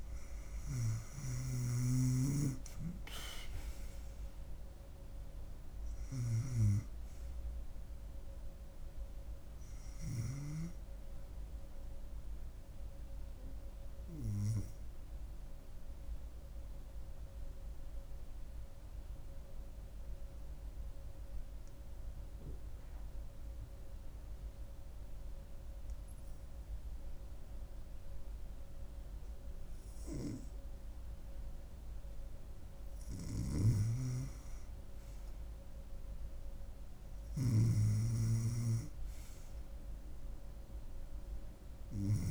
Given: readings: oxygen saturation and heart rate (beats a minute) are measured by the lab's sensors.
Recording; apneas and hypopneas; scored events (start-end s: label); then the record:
breathing in sleep by a room microphone; 1
0.00-25.00 s: oxygen desaturation (device-marked, oxygen 92% lowest, heart rate 69 extreme)
16.00-31.00 s: mixed apnea (oxygen 97% before, 89% lowest, heart rate 71 before, 69 extreme, up 3 after)
32.00-36.00 s: arousal
37.00-42.31 s: snoring (device-marked)
38.00-42.31 s: oxygen desaturation (device-marked, oxygen 98% before, 92% lowest, heart rate 70 before, 69 extreme)
From the record:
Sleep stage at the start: N2 (light sleep); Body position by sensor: on the back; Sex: female